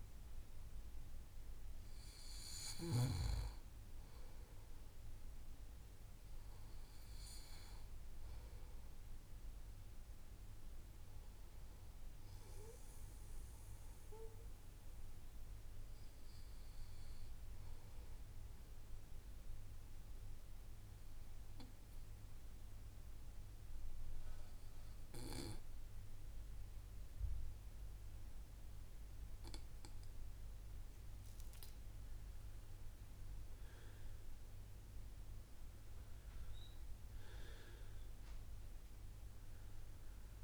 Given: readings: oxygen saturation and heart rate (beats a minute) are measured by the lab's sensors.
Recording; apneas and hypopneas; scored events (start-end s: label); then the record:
breathing in sleep by a room microphone; 1
18.50-31.00 s: obstructive apnea (oxygen 97% before, 88% lowest, heart rate 58 before, 53 extreme, up 2 after)
32.50-37.00 s: arousal
33.50-40.44 s: oxygen desaturation (device-marked, oxygen 94% before, 91% lowest, heart rate 57 before, 53 extreme)
From the record:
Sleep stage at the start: N2 (light sleep); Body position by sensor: on the right side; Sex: male